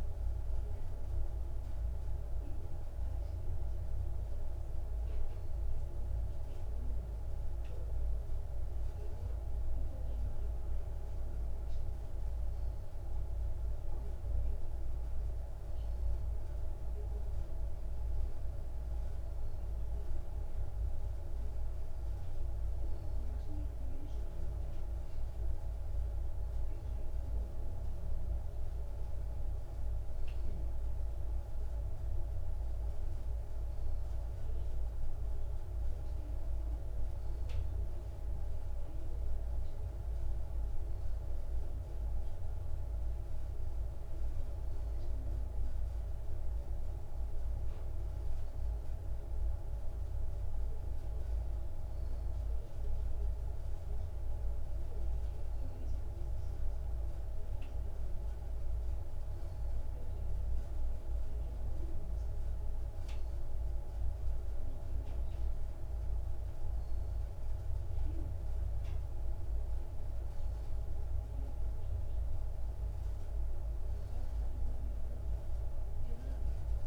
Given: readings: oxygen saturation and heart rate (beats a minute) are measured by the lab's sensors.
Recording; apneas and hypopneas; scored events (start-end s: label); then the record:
breathing in sleep, hard to hear, by a room microphone; none
none scored
From the record:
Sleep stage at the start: N2 (light sleep); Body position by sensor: on the back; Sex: male